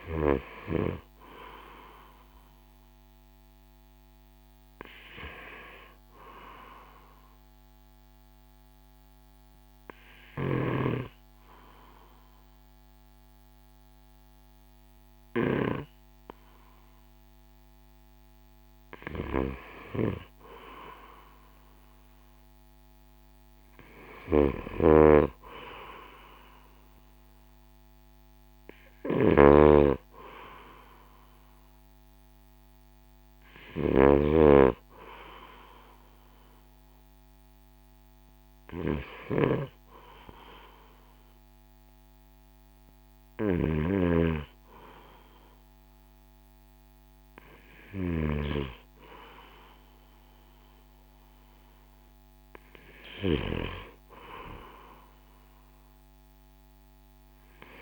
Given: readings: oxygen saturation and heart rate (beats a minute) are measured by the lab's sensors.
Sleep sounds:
breathing in sleep by a microphone on the trachea; 1
0.00-2.00 s: arousal
7.00-18.00 s: hypopnea (oxygen 96% before, 91% lowest, heart rate 56 before, 55 extreme, up 2 after)
20.00-24.00 s: arousal
24.00-43.50 s: snoring (device-marked)
29.00-43.00 s: oxygen desaturation (device-marked, oxygen 94% before, 91% lowest, heart rate 56 before, 54 extreme)
From the record:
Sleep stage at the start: N2 (light sleep); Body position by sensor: on the right side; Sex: male

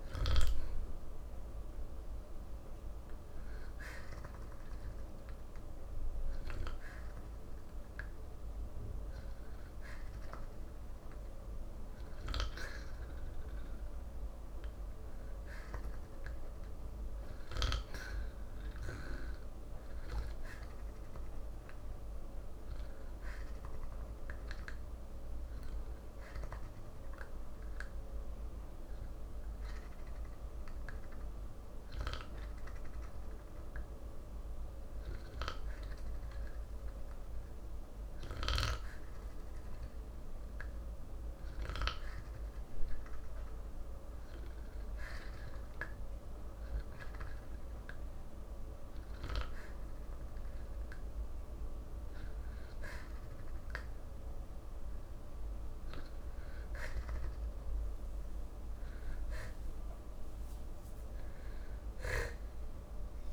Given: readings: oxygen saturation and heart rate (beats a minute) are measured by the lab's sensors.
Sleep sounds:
breathing in sleep by a room microphone; 1
0.00-1.50 s: arousal
0.00-23.00 s: oxygen desaturation (device-marked, oxygen 90% lowest, heart rate 55 extreme)
24.50-36.50 s: hypopnea (oxygen 93% before, 91% lowest, heart rate 71 before, 55 extreme, up 0 after)
41.00-44.50 s: arousal
From the record:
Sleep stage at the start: N2 (light sleep); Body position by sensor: on the back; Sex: male

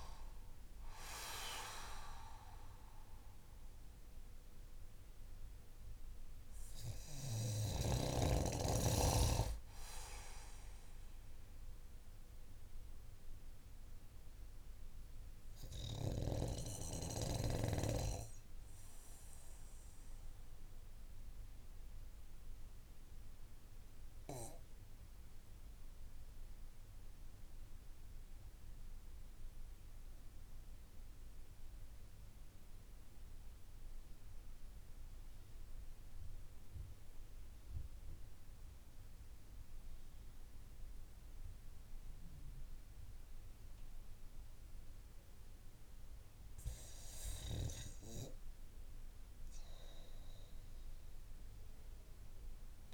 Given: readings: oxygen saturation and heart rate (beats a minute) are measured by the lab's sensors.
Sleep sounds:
breathing in sleep by a room microphone; 1
0.00-23.50 s: oxygen desaturation (device-marked, oxygen 89% lowest)
17.00-45.50 s: obstructive apnea (oxygen 95% before, 89% lowest)
44.50-52.94 s: oxygen desaturation (device-marked, oxygen 98% before, 89% lowest)
46.50-52.50 s: arousal
From the record:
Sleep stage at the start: REM sleep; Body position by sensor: on the back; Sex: male

